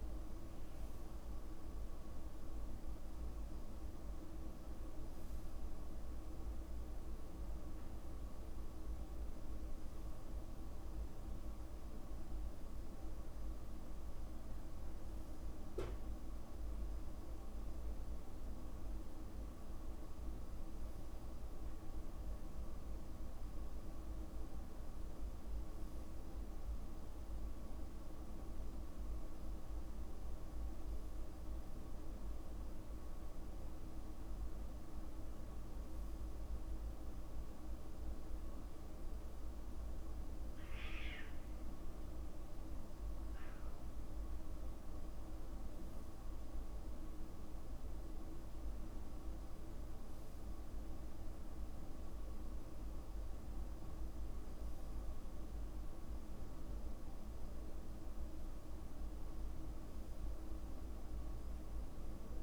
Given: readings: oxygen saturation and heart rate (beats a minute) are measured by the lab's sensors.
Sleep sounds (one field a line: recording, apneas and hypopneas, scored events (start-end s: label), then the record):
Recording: breathing in sleep, hard to hear, by a room microphone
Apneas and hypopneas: none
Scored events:
29.00-31.00 s: long interval between heartbeats (device-marked, heart rate 53 before, 53 extreme)
42.50-44.50 s: long interval between heartbeats (device-marked, heart rate 50 before, 54 extreme)
49.00-51.00 s: long interval between heartbeats (device-marked, heart rate 47 before, 27 extreme)
From the record:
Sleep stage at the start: N2 (light sleep)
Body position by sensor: on the back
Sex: male